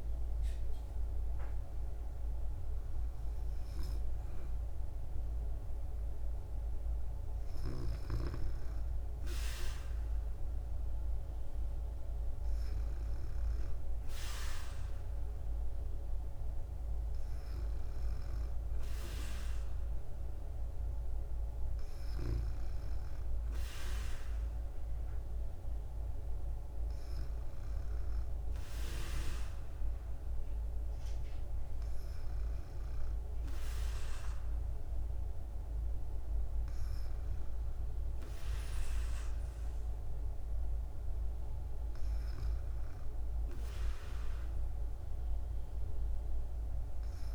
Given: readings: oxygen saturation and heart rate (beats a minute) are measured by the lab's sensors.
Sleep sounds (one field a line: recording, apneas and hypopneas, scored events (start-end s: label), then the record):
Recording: breathing in sleep by a room microphone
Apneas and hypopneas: none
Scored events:
none scored
From the record:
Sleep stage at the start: N2 (light sleep)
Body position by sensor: on the back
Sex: female